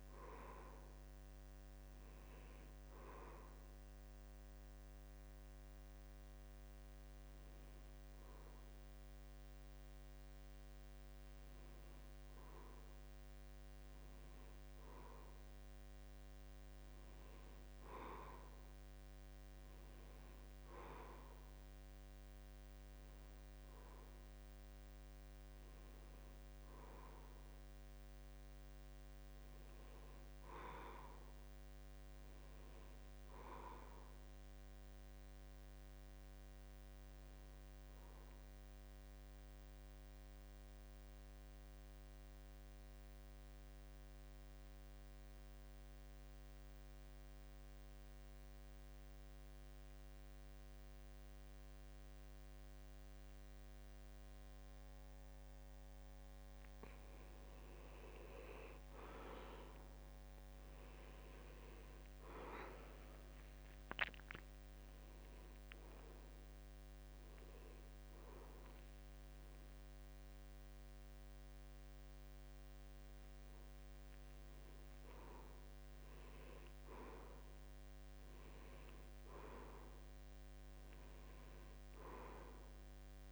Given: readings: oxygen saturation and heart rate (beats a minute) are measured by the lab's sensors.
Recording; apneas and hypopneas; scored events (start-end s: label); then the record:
breathing in sleep by a microphone on the trachea; 1
32.50-36.00 s: arousal
39.00-56.50 s: mixed apnea (oxygen 93% before, 83% lowest, heart rate 72 before, 70 extreme, up 8 after)
57.50-79.50 s: oxygen desaturation (device-marked, oxygen 91% before, 83% lowest, heart rate 71 before, 72 extreme)
59.50-63.50 s: arousal
From the record:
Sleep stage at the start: N2 (light sleep); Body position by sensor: on the back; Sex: male